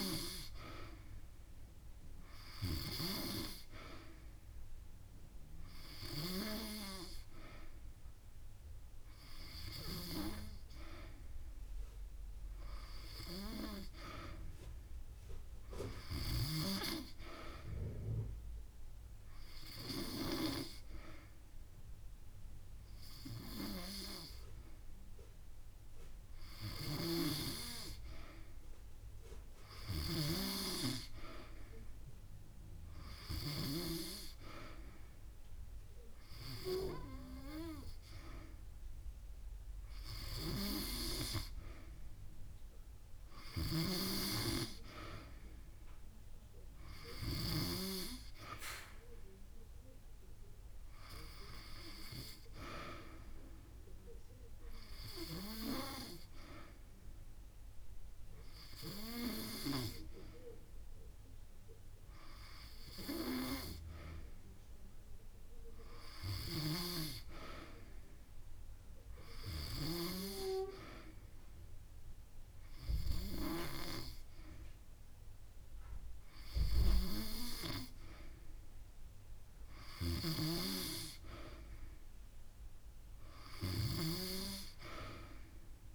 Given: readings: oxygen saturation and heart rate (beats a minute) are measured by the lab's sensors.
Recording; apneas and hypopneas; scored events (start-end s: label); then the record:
breathing in sleep by a room microphone; none
23.50-25.50 s: long interval between heartbeats (device-marked)
32.00-34.00 s: long interval between heartbeats (device-marked)
38.00-40.00 s: long interval between heartbeats (device-marked)
59.50-61.50 s: long interval between heartbeats (device-marked)
From the record:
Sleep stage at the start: N3 (deep sleep); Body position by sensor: on the back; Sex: female